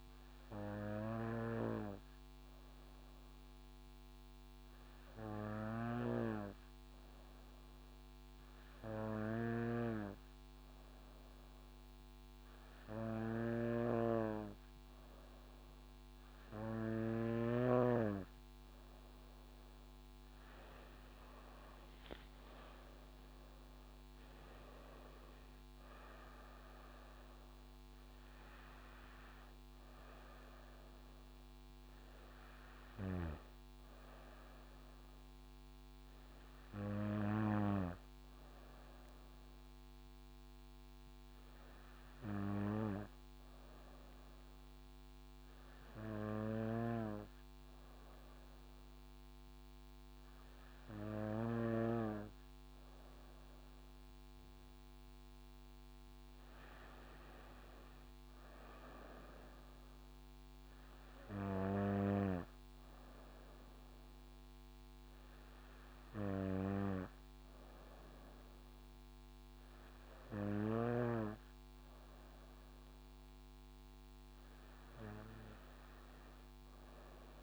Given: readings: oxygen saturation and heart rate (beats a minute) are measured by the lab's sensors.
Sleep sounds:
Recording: breathing in sleep by a microphone on the trachea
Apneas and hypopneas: 2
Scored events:
1.50-17.50 s: hypopnea (oxygen 96% before, 93% lowest, heart rate 65 before, 63 extreme, up 6 after)
19.00-22.00 s: arousal
42.00-55.00 s: hypopnea (oxygen 95% before, 95% lowest, heart rate 66 before, 55 extreme, up 2 after)
57.00-60.50 s: arousal
From the record:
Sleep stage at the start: N2 (light sleep)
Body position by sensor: on the back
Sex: female

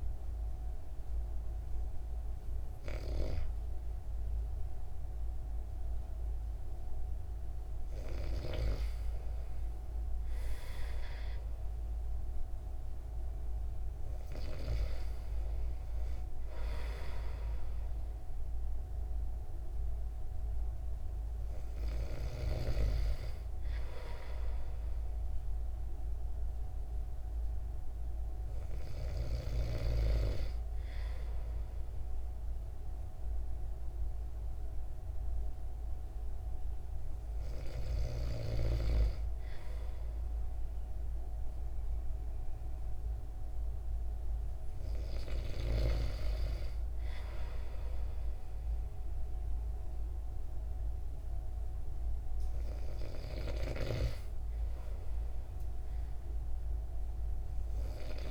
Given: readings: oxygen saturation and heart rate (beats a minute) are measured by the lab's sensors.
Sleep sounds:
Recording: breathing in sleep by a room microphone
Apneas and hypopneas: none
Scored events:
none scored
From the record:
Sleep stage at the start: N2 (light sleep)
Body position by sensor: on the back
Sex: male

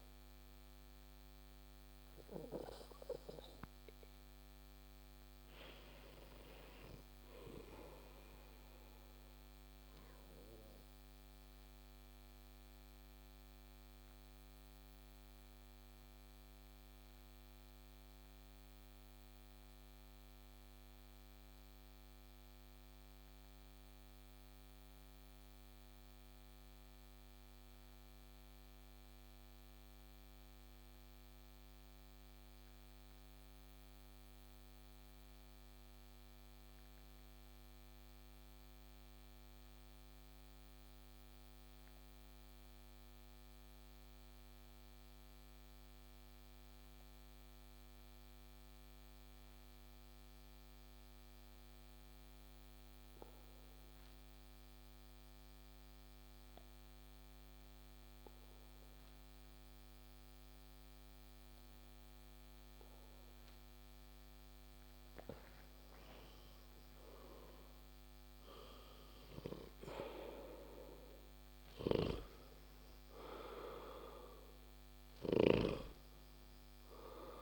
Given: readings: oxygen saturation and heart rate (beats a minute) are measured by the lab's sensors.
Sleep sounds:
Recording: breathing in sleep by a microphone on the trachea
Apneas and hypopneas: 1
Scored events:
0.00-8.50 s: oxygen desaturation (device-marked, oxygen 90% lowest)
8.50-63.00 s: obstructive apnea (oxygen 95% before, 88% lowest)
10.50-27.50 s: oxygen desaturation (device-marked, oxygen 91% before, 88% lowest)
48.50-66.50 s: oxygen desaturation (device-marked, oxygen 97% before, 93% lowest)
65.50-69.00 s: arousal
From the record:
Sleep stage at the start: N2 (light sleep)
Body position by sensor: on the back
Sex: male

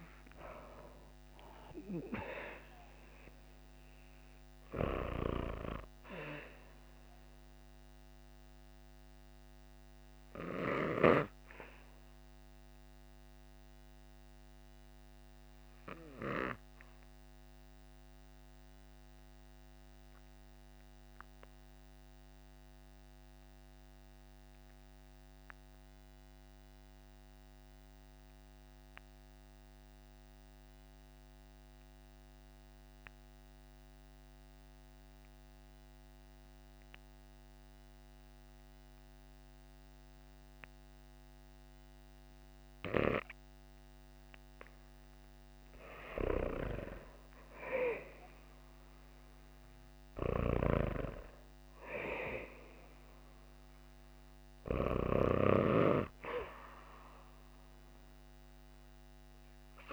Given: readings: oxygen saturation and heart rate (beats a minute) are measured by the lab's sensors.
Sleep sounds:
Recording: breathing in sleep by a microphone on the trachea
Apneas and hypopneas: 1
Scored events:
0.00-22.00 s: oxygen desaturation (device-marked, oxygen 80% lowest, heart rate 50 extreme)
6.50-42.00 s: obstructive apnea (oxygen 97% before, 80% lowest, heart rate 58 before, 50 extreme, up 6 after)
38.00-59.93 s: oxygen desaturation (device-marked, oxygen 98% before, 82% lowest, heart rate 55 before, 51 extreme)
44.00-48.50 s: arousal
49.50-59.93 s: snoring (device-marked)
From the record:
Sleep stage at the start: REM sleep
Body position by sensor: on the back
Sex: female

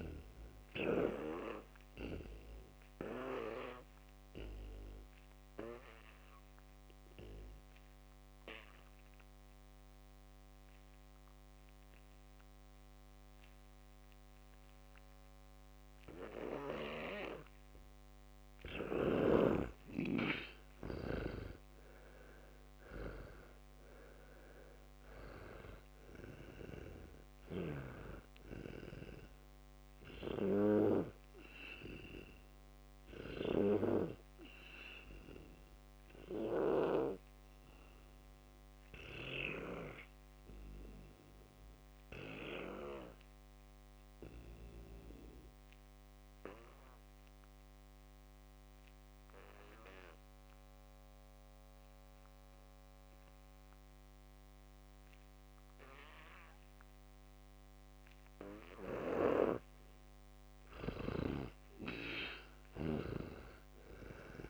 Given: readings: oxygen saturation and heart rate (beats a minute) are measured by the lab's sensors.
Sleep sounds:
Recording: breathing in sleep by a microphone on the trachea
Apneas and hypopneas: 2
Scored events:
0.00-22.50 s: oxygen desaturation (device-marked, oxygen 86% lowest, heart rate 61 extreme)
4.00-17.50 s: obstructive apnea (oxygen 100% before, 86% lowest, heart rate 61 before, 62 extreme, up 27 after)
20.00-24.50 s: arousal
27.50-34.00 s: snoring (device-marked)
29.50-54.50 s: oxygen desaturation (device-marked, oxygen 97% before, 88% lowest, heart rate 72 before, 59 extreme)
39.50-60.00 s: obstructive apnea (oxygen 97% before, 86% lowest, heart rate 72 before, 59 extreme, up 11 after)
60.50-64.49 s: oxygen desaturation (device-marked, oxygen 100% before, 94% lowest, heart rate 61 before, 58 extreme)
62.00-64.49 s: arousal
From the record:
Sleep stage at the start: N2 (light sleep)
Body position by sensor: on the back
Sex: male

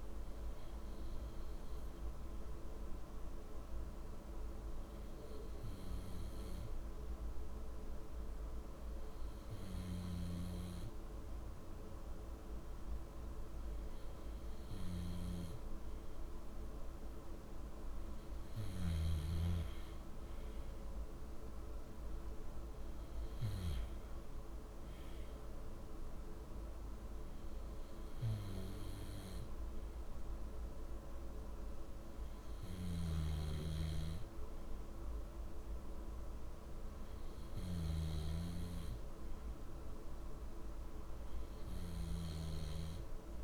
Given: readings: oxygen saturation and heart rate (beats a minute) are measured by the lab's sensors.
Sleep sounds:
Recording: breathing in sleep, hard to hear, by a room microphone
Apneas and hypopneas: none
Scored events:
33.00-38.00 s: snoring (device-marked)
From the record:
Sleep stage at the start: REM sleep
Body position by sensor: on the back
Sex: male

